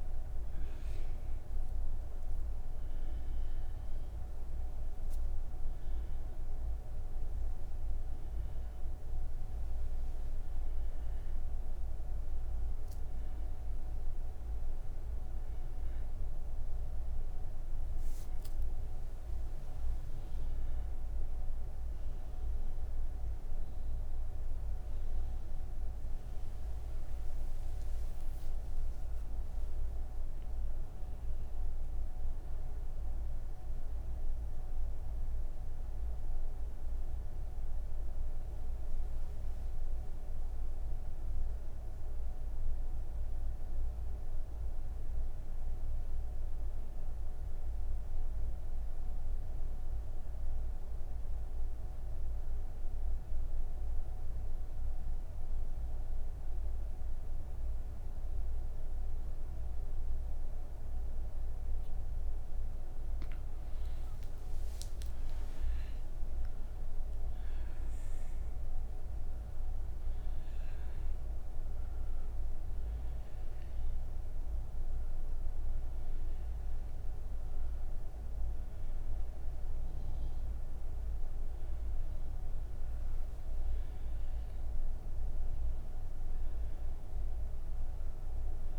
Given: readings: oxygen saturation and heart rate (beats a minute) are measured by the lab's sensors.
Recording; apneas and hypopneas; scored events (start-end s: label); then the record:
breathing in sleep, hard to hear, by a room microphone; none
0.00-7.00 s: oxygen desaturation (device-marked, oxygen 95% lowest)
19.00-49.00 s: oxygen desaturation (device-marked, oxygen 96% before, 91% lowest)
From the record:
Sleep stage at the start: N3 (deep sleep); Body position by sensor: on the right side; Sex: female